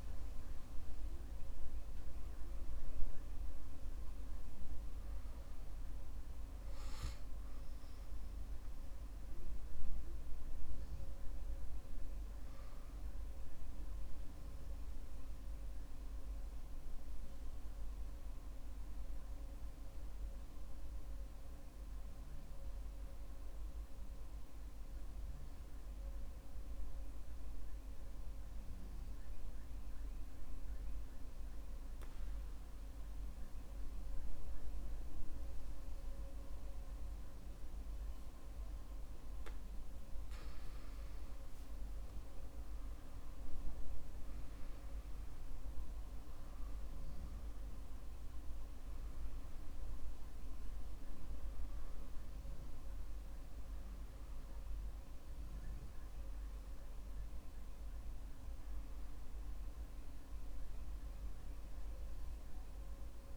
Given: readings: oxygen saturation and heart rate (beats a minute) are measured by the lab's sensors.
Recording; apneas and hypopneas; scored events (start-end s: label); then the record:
breathing in sleep, hard to hear, by a room microphone; 1
15.00-38.50 s: mixed apnea (oxygen 96% before, 93% lowest, heart rate 61 before, 47 extreme, up 10 after)
42.00-46.50 s: arousal
From the record:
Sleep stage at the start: N2 (light sleep); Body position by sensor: on the back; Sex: male